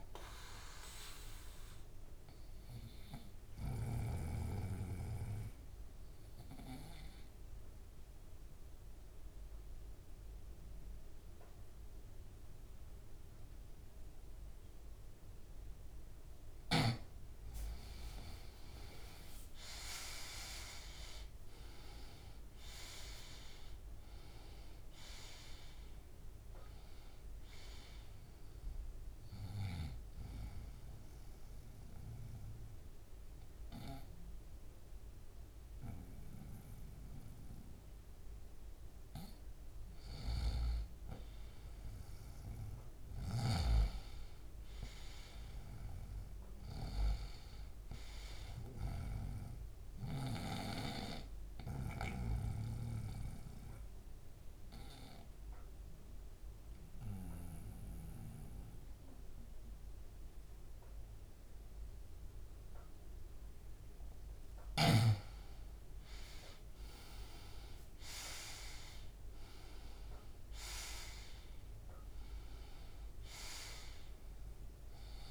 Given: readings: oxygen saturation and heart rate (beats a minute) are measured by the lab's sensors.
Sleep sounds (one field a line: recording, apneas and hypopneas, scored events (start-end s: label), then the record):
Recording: breathing in sleep by a room microphone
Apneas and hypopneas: 3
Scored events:
0.00-13.50 s: oxygen desaturation (device-marked, oxygen 91% lowest, heart rate 70 extreme)
2.50-17.00 s: obstructive apnea (oxygen 97% before, 91% lowest, heart rate 114 before, 70 extreme, up 15 after)
18.50-23.50 s: arousal
23.50-31.50 s: oxygen desaturation (device-marked, oxygen 97% before, 94% lowest, heart rate 74 before, 70 extreme)
30.00-40.00 s: obstructive apnea (oxygen 97% before, 88% lowest, heart rate 76 before, 68 extreme, up 3 after)
41.50-50.50 s: oxygen desaturation (device-marked, oxygen 95% before, 92% lowest, heart rate 75 before, 68 extreme)
42.50-46.00 s: arousal
51.00-64.00 s: obstructive apnea (oxygen 97% before, 88% lowest, heart rate 72 before, 68 extreme, up 6 after)
65.50-70.00 s: arousal
70.50-75.31 s: oxygen desaturation (device-marked, oxygen 97% before, 88% lowest, heart rate 71 before, 69 extreme)
From the record:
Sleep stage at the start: N2 (light sleep)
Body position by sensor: on the right side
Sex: male